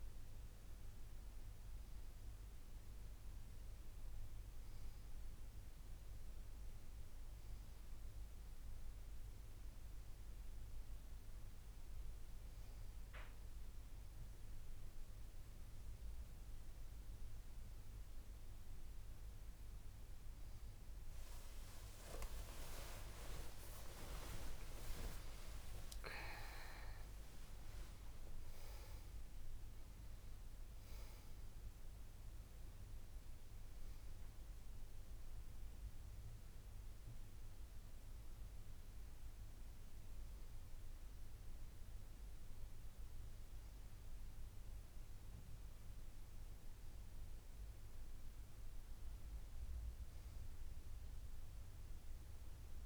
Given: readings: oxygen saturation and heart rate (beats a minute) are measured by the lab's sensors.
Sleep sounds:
breathing in sleep by a room microphone; none
22.00-26.00 s: arousal
50.50-52.86 s: new sleep stage, N2 (light sleep)
From the record:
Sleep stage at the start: N1 (lightest sleep); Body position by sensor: on the back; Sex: female

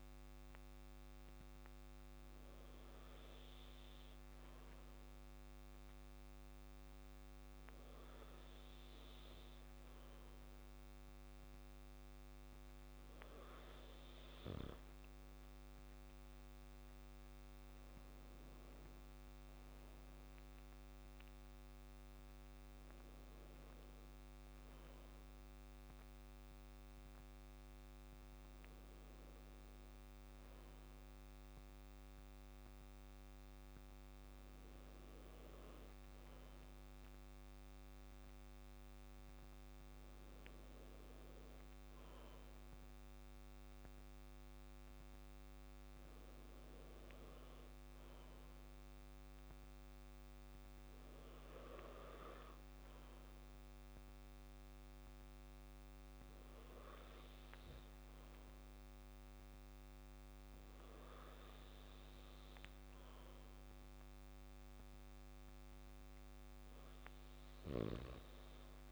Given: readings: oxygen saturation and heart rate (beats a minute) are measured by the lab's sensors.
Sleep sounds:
breathing in sleep, hard to hear, by a microphone on the trachea; none
none scored
From the record:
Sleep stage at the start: N2 (light sleep); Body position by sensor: on the back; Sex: male

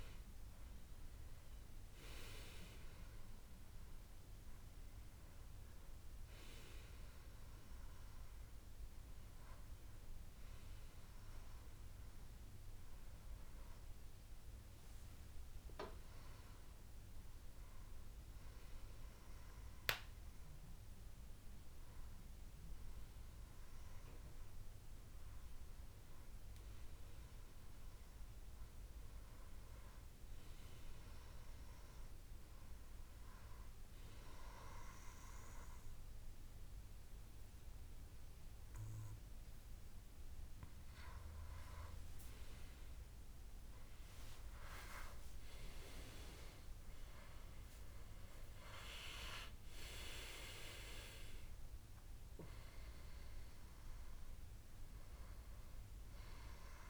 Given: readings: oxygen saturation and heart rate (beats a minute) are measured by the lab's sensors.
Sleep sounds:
breathing in sleep by a room microphone; none
0.00-13.50 s: oxygen desaturation (device-marked, oxygen 88% lowest, heart rate 70 extreme)
46.00-49.50 s: arousal
51.50-56.90 s: oxygen desaturation (device-marked, oxygen 97% before, 94% lowest, heart rate 74 before, 68 extreme)
From the record:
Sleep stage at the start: N2 (light sleep); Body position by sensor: on the back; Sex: male

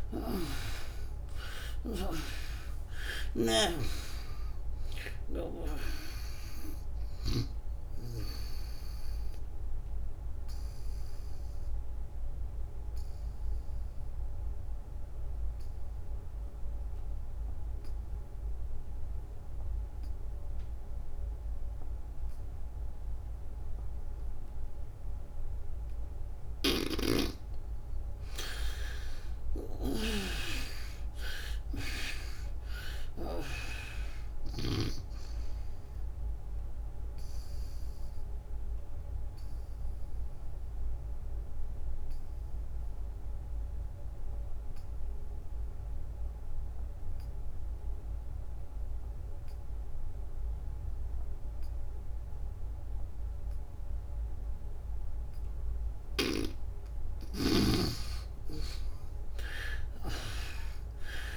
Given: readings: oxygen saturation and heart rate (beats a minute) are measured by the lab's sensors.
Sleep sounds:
breathing in sleep by a room microphone; 2
0.00-2.00 s: snoring (device-marked)
0.00-3.50 s: arousal
4.50-17.50 s: oxygen desaturation (device-marked, oxygen 97% before, 80% lowest, heart rate 76 before, 66 extreme)
9.50-25.00 s: obstructive apnea (oxygen 97% before, 77% lowest, heart rate 93 before, 64 extreme, up 13 after)
27.00-31.00 s: arousal
33.50-54.50 s: oxygen desaturation (device-marked, oxygen 95% before, 78% lowest, heart rate 69 before, 64 extreme)
37.00-56.50 s: obstructive apnea (oxygen 98% before, 76% lowest, heart rate 72 before, 64 extreme, up 24 after)
56.50-61.37 s: oxygen desaturation (device-marked, oxygen 97% before, 77% lowest, heart rate 71 before, 66 extreme)
59.00-61.37 s: arousal
From the record:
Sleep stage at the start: N2 (light sleep); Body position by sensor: on the back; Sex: female

